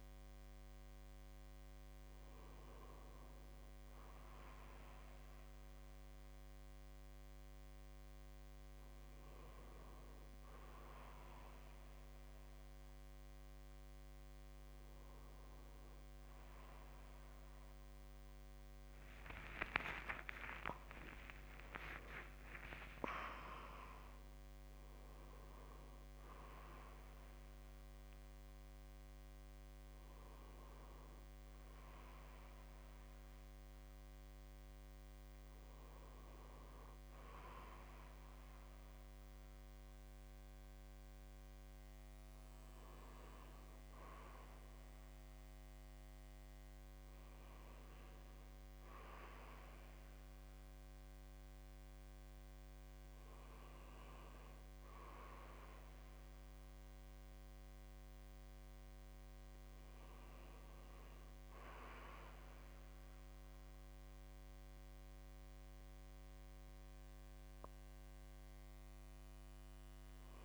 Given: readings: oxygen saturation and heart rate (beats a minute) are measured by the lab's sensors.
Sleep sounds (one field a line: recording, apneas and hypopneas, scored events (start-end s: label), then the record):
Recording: breathing in sleep by a microphone on the trachea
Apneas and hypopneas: none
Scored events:
20.00-23.50 s: arousal
From the record:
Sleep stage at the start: N2 (light sleep)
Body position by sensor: on the back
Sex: male